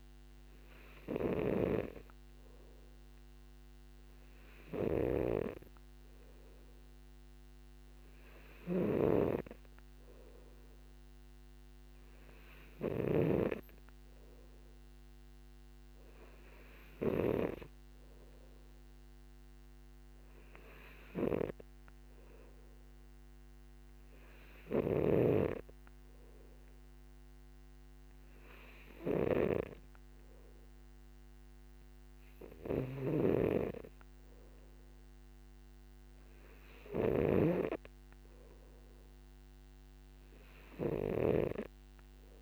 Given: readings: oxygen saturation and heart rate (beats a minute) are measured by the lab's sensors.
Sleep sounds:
breathing in sleep by a microphone on the trachea; none
5.50-14.00 s: snoring (device-marked)
25.50-42.42 s: snoring (device-marked)
From the record:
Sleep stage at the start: N2 (light sleep); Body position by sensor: on the back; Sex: male

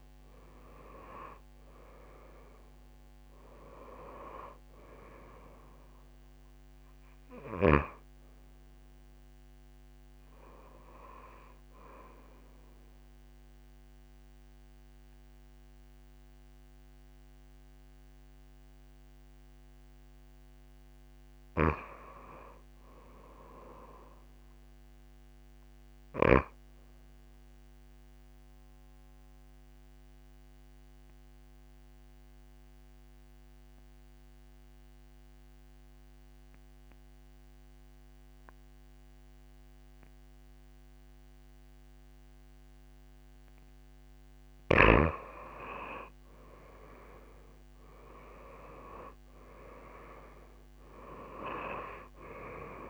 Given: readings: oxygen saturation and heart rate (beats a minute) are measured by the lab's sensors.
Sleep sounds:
breathing in sleep by a microphone on the trachea; 1
0.00-14.50 s: oxygen desaturation (device-marked, oxygen 90% lowest)
22.50-26.00 s: arousal
28.50-43.50 s: obstructive apnea (oxygen 97% before, 89% lowest)
47.00-51.00 s: arousal
48.50-52.90 s: oxygen desaturation (device-marked, oxygen 96% before, 89% lowest)
From the record:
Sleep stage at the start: N2 (light sleep); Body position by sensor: on the back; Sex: female

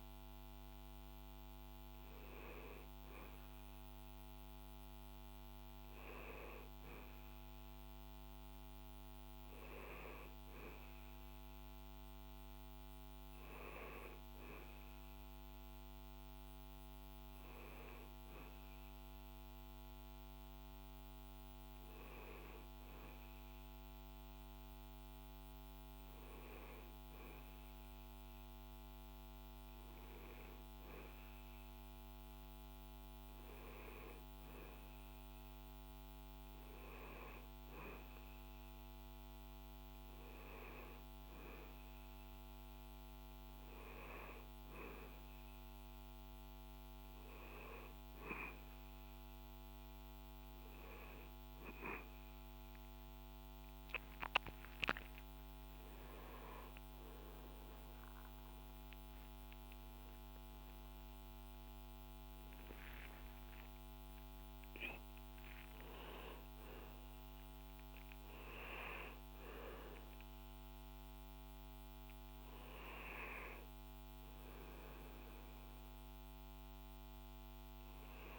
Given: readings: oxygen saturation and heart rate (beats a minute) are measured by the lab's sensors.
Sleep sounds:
a person awake in a sleep study, by a microphone on the trachea; none
63.00-78.39 s: new sleep stage, N1 (lightest sleep)
From the record:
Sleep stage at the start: awake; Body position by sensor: on the back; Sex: male

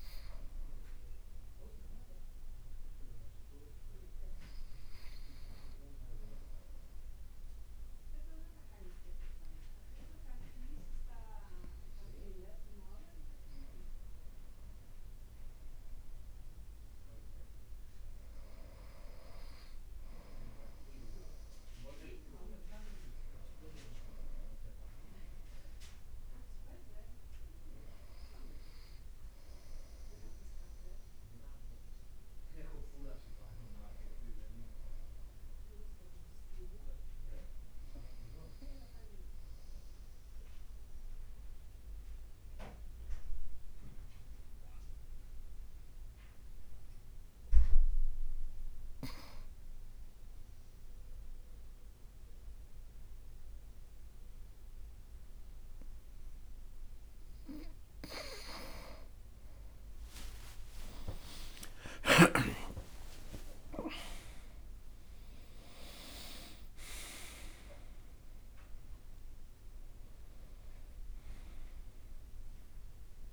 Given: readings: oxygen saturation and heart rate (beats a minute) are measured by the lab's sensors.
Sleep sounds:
breathing in sleep by a room microphone; 2
1.00-11.50 s: leg movement (device-marked)
1.00-13.50 s: obstructive apnea (oxygen 98% before, 93% lowest, heart rate 56 before, 55 extreme, up 1 after)
15.50-18.00 s: arousal
40.50-57.00 s: obstructive apnea (oxygen 96% before, 93% lowest, heart rate 56 before, 55 extreme, up 25 after)
53.50-56.50 s: leg movement (device-marked)
59.00-63.00 s: arousal
59.00-66.50 s: leg movement (device-marked)
63.50-65.50 s: long interval between heartbeats (device-marked, heart rate 56 before, 78 extreme)
71.00-73.32 s: leg movement (device-marked)
From the record:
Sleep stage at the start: N2 (light sleep); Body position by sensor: on the right side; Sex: male

